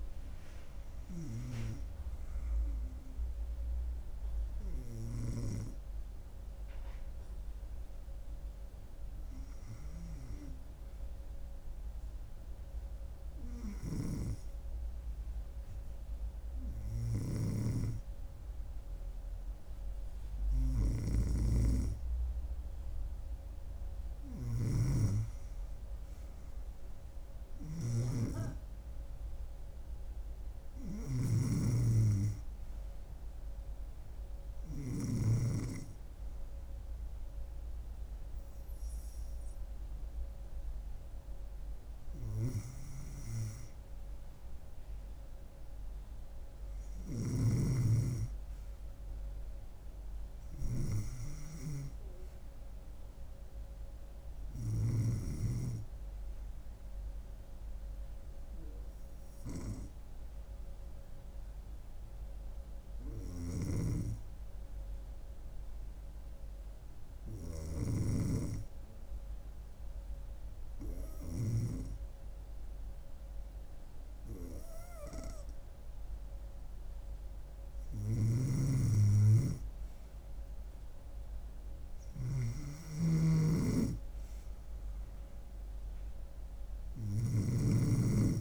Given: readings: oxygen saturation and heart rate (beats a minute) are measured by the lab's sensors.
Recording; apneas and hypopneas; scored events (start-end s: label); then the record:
breathing in sleep by a room microphone; 1
17.00-35.50 s: snoring (device-marked)
59.50-75.00 s: hypopnea (oxygen 97% before, 92% lowest, heart rate 72 before, 67 extreme, up 0 after)
76.50-80.50 s: arousal
78.00-88.41 s: snoring (device-marked)
From the record:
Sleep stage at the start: N2 (light sleep); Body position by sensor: on the back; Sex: female